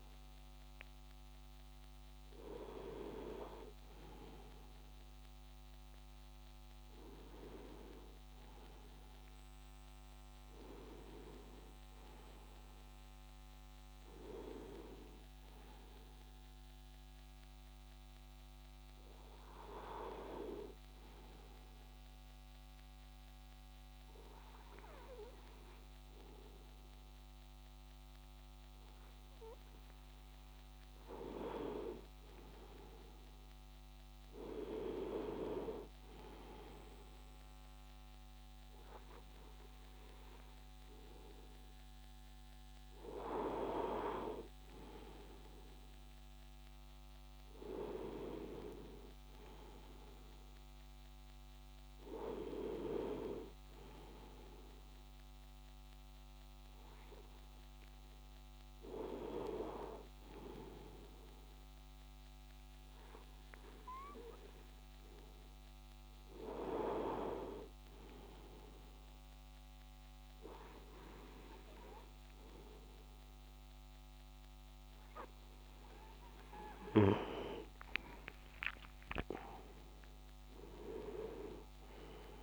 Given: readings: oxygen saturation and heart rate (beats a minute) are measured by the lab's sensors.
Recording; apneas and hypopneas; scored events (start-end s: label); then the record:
breathing in sleep by a microphone on the trachea; 1
22.00-32.00 s: hypopnea (oxygen 97% before, 94% lowest)
34.00-38.00 s: arousal
78.00-82.43 s: arousal
From the record:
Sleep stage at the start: N2 (light sleep); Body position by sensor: on the right side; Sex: male